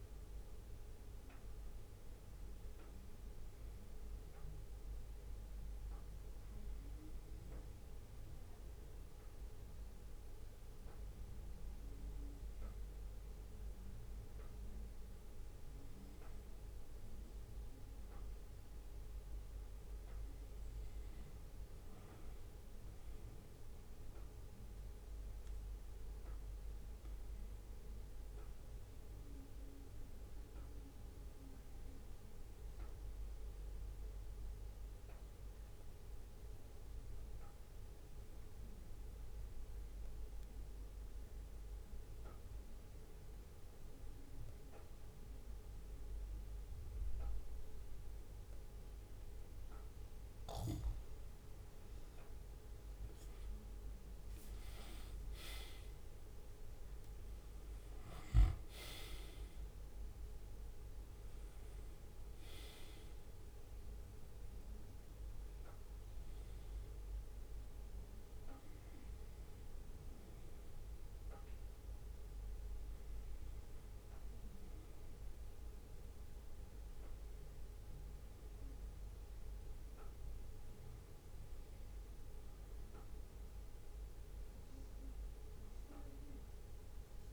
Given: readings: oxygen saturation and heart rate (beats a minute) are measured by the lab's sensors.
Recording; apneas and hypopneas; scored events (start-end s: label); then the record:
breathing in sleep, hard to hear, by a room microphone; 2
0.00-33.00 s: bradycardia (device-marked, heart rate 57 extreme)
4.00-17.00 s: obstructive apnea (oxygen 98% before, 94% lowest, heart rate 58 before, 57 extreme, up 2 after)
19.00-22.50 s: arousal
26.50-50.50 s: obstructive apnea (oxygen 98% before, 93% lowest, heart rate 58 before, 58 extreme, up 6 after)
38.00-49.00 s: bradycardia (device-marked, heart rate 59 before, 58 extreme)
53.00-55.00 s: arousal
68.00-87.33 s: bradycardia (device-marked, heart rate 59 before, 56 extreme)
From the record:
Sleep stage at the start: N2 (light sleep); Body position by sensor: on the back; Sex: male